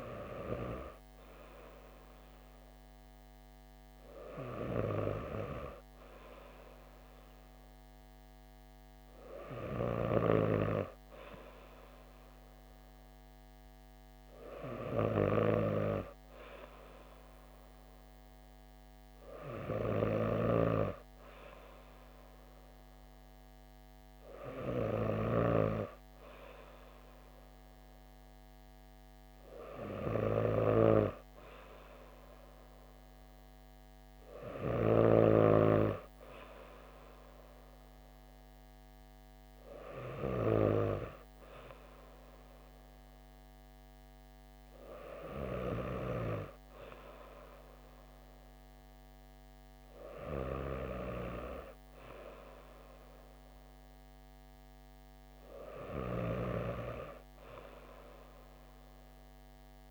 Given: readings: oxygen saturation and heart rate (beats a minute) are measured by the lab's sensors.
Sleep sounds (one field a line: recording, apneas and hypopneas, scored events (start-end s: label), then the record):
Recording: breathing in sleep by a microphone on the trachea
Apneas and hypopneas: none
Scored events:
none scored
From the record:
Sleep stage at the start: N2 (light sleep)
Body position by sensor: on the back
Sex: female